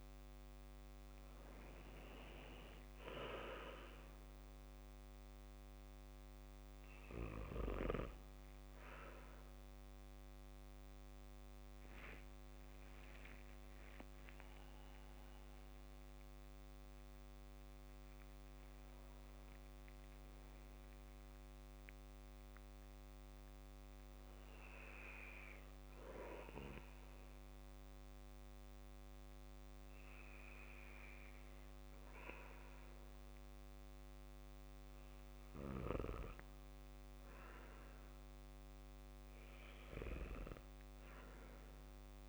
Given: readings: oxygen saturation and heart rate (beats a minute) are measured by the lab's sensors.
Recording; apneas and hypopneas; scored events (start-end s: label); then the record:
breathing in sleep by a microphone on the trachea; none
13.50-17.00 s: arousal
14.50-24.50 s: oxygen desaturation (device-marked, oxygen 95% before, 92% lowest, heart rate 66 before, 57 extreme)
From the record:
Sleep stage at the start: N2 (light sleep); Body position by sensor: on the back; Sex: male